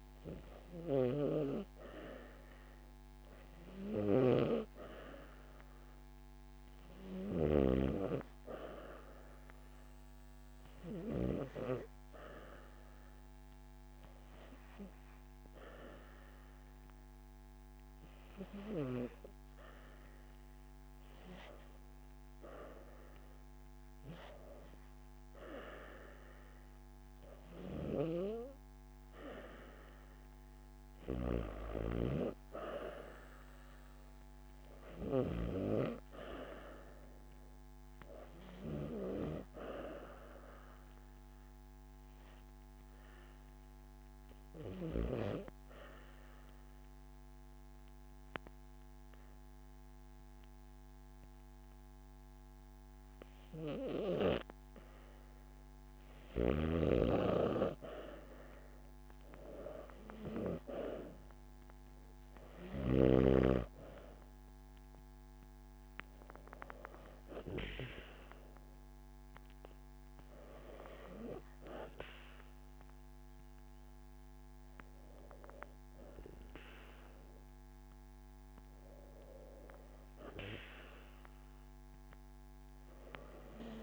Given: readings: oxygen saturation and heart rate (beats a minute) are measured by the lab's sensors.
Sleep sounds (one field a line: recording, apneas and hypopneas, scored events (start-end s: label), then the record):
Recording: breathing in sleep by a microphone on the trachea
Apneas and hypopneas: 2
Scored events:
3.50-7.00 s: arousal
8.50-39.50 s: oxygen desaturation (device-marked, oxygen 95% before, 88% lowest)
10.00-22.50 s: hypopnea (oxygen 95% before, 84% lowest)
22.50-52.50 s: new sleep stage, N2 (light sleep)
23.00-27.00 s: arousal
26.00-28.00 s: long interval between heartbeats (device-marked)
45.50-56.00 s: obstructive apnea (oxygen 92% before, 84% lowest)
52.50-82.50 s: new sleep stage, N1 (lightest sleep)
58.00-62.50 s: arousal
62.50-78.50 s: oxygen desaturation (device-marked, oxygen 93% before, 84% lowest)
63.00-65.00 s: long interval between heartbeats (device-marked)
82.50-83.83 s: new sleep stage, N2 (light sleep)
From the record:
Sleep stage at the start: REM sleep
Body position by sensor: on the back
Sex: female